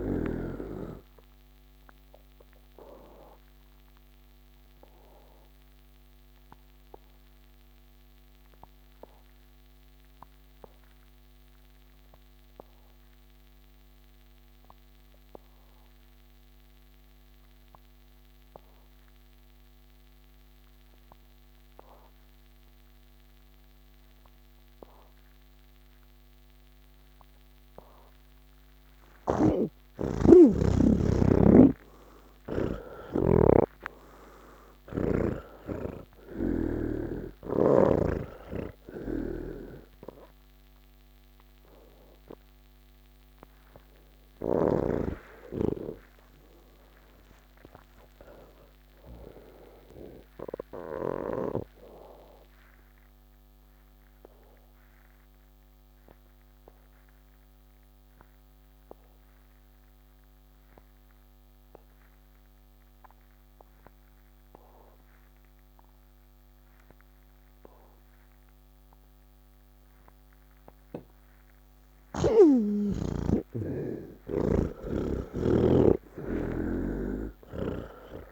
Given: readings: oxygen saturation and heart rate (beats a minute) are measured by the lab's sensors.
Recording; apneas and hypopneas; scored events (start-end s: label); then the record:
breathing in sleep by a microphone on the trachea; 2
0.00-15.50 s: oxygen desaturation (device-marked, oxygen 79% lowest, heart rate 166 extreme)
2.00-29.00 s: obstructive apnea (oxygen 99% before, 78% lowest, heart rate 173 before, 166 extreme, up 33 after)
12.50-78.32 s: new sleep stage, N1 (lightest sleep)
25.50-57.50 s: oxygen desaturation (device-marked, oxygen 98% before, 78% lowest)
29.50-33.00 s: snoring (device-marked)
52.50-70.50 s: obstructive apnea (oxygen 96% before, 78% lowest)
66.50-78.32 s: oxygen desaturation (device-marked, oxygen 98% before, 80% lowest)
From the record:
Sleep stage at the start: N2 (light sleep); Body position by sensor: on the back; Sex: male